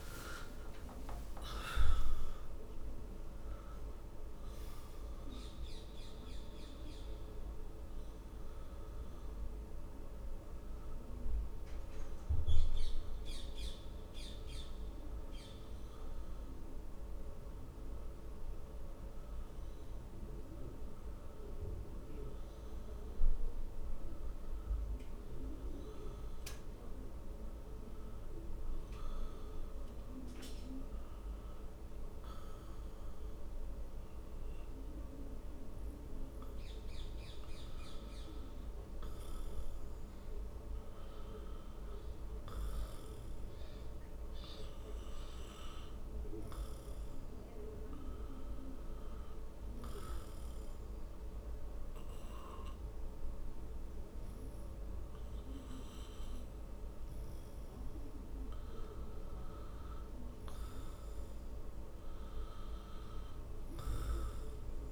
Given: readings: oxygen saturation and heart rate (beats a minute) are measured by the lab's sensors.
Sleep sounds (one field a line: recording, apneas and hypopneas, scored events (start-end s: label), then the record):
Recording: breathing in sleep, hard to hear, by a room microphone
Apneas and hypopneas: 1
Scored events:
0.00-1.50 s: arousal
2.00-12.00 s: oxygen desaturation (device-marked, oxygen 91% before, 87% lowest, heart rate 64 before, 59 extreme)
29.00-41.00 s: hypopnea (oxygen 95% before, 89% lowest, heart rate 70 before, 59 extreme, up 4 after)
41.50-45.50 s: arousal
50.00-64.91 s: oxygen desaturation (device-marked, oxygen 96% before, 90% lowest, heart rate 61 before, 60 extreme)
From the record:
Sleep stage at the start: N2 (light sleep)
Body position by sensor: on the back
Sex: male